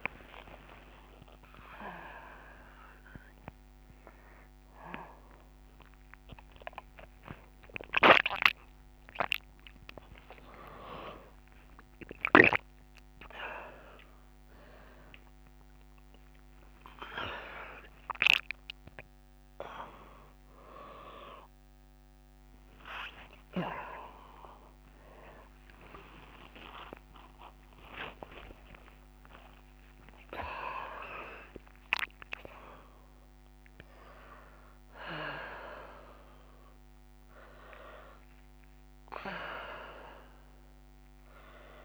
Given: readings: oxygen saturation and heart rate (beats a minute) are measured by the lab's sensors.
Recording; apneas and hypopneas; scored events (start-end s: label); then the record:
a person awake in a sleep study, by a microphone on the trachea; none
0.00-3.00 s: tachycardia (device-marked, heart rate 147 extreme)
15.00-31.00 s: tachycardia (device-marked, heart rate 74 before, 165 extreme)
29.00-41.85 s: new sleep stage, N1 (lightest sleep)
From the record:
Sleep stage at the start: awake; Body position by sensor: on the right side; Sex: female